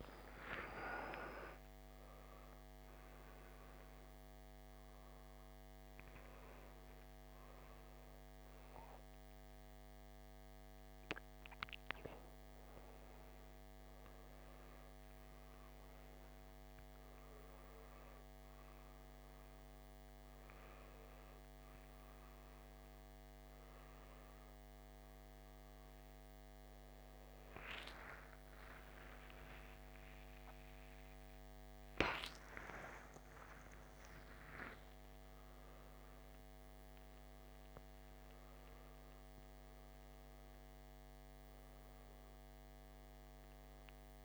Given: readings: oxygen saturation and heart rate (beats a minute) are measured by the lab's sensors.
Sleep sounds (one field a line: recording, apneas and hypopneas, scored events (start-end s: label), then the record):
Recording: a person awake in a sleep study, by a microphone on the trachea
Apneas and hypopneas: none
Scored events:
9.00-18.00 s: oxygen desaturation (device-marked, oxygen 96% before, 92% lowest, heart rate 109 before, 69 extreme)
From the record:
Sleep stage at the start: awake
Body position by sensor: on the right side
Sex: male